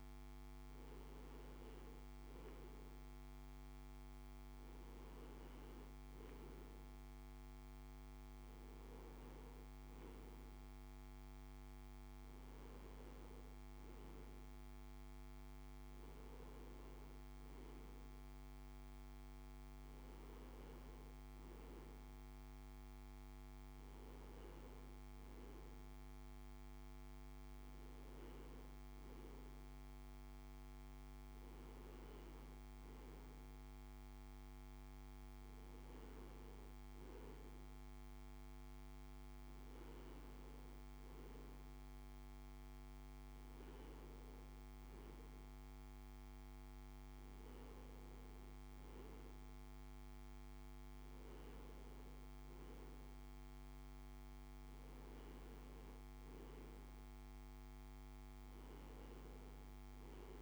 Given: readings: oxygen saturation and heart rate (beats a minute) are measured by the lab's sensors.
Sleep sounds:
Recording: breathing in sleep, hard to hear, by a microphone on the trachea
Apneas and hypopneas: none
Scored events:
none scored
From the record:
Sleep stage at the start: N2 (light sleep)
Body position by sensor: on the right side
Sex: male

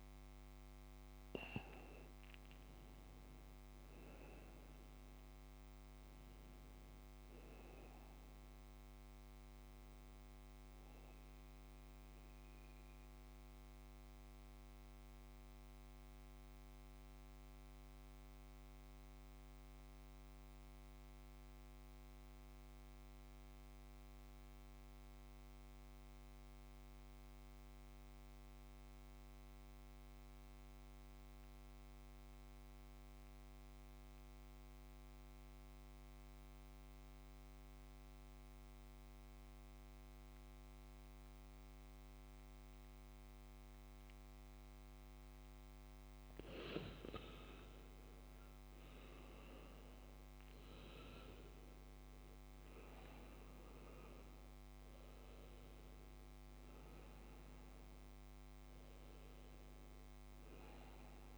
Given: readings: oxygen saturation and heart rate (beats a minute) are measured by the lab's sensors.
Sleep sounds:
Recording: breathing in sleep, hard to hear, by a microphone on the trachea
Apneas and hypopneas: 1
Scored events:
6.50-20.50 s: oxygen desaturation (device-marked, oxygen 96% before, 93% lowest, heart rate 63 before, 62 extreme)
10.50-61.38 s: new sleep stage, N2 (light sleep)
11.50-46.00 s: mixed apnea (oxygen 96% before, 93% lowest, heart rate 64 before, 58 extreme)
43.50-61.38 s: oxygen desaturation (device-marked, oxygen 99% before, 93% lowest, heart rate 67 before, 58 extreme)
48.50-53.00 s: arousal
From the record:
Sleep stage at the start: N1 (lightest sleep)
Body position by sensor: on the back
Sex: male

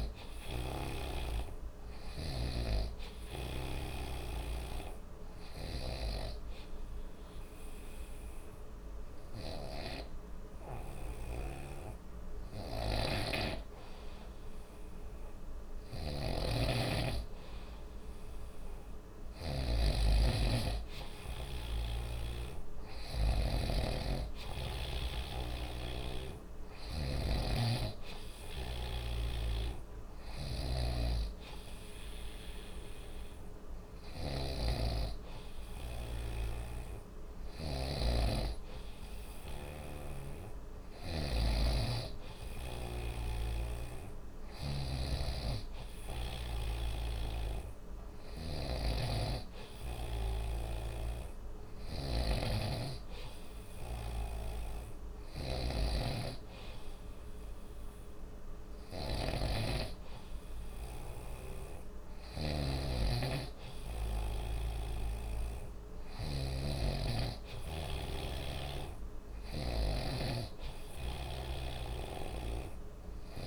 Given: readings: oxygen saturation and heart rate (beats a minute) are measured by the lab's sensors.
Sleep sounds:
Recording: breathing in sleep by a room microphone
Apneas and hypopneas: 1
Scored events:
0.00-2.50 s: snoring (device-marked)
5.00-16.50 s: hypopnea (oxygen 95% before, 93% lowest, heart rate 39 before, 26 extreme, up 1 after)
12.50-23.50 s: snoring (device-marked)
19.00-22.00 s: arousal
25.50-73.47 s: snoring (device-marked)
66.50-73.47 s: new sleep stage, N3 (deep sleep)
From the record:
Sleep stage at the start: N2 (light sleep)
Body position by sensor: on the right side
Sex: male

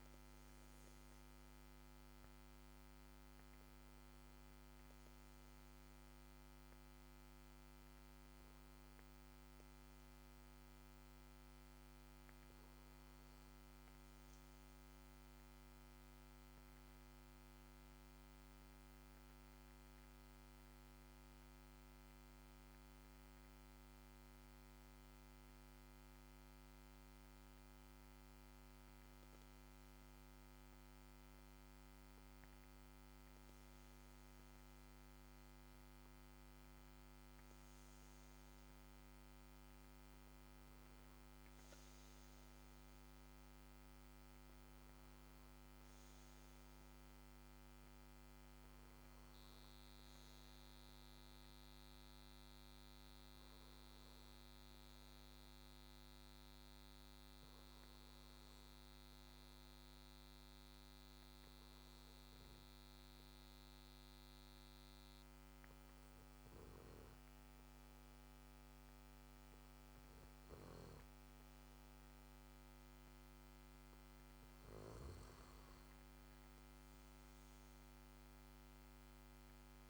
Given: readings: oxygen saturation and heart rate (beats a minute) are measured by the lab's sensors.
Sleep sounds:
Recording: breathing in sleep, hard to hear, by a microphone on the trachea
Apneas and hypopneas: 1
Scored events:
43.00-47.00 s: arousal
55.00-70.50 s: obstructive apnea (oxygen 96% before, 93% lowest, heart rate 58 before, 50 extreme, up 5 after)
74.50-77.50 s: arousal
From the record:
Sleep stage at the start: N2 (light sleep)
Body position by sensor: on the back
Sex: male

